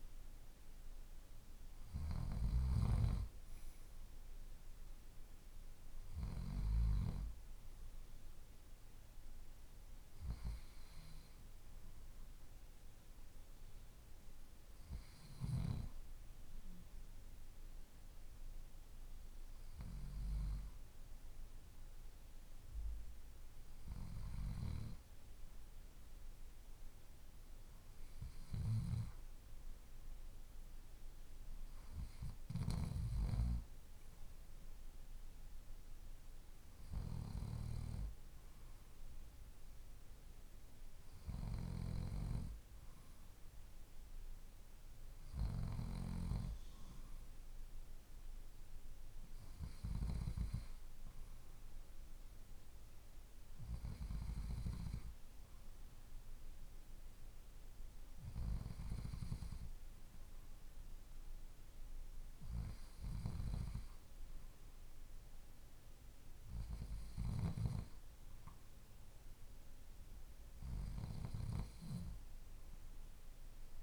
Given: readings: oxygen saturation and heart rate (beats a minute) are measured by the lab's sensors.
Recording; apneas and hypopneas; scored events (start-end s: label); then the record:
breathing in sleep by a room microphone; none
none scored
From the record:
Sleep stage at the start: N2 (light sleep); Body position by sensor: on the left side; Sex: male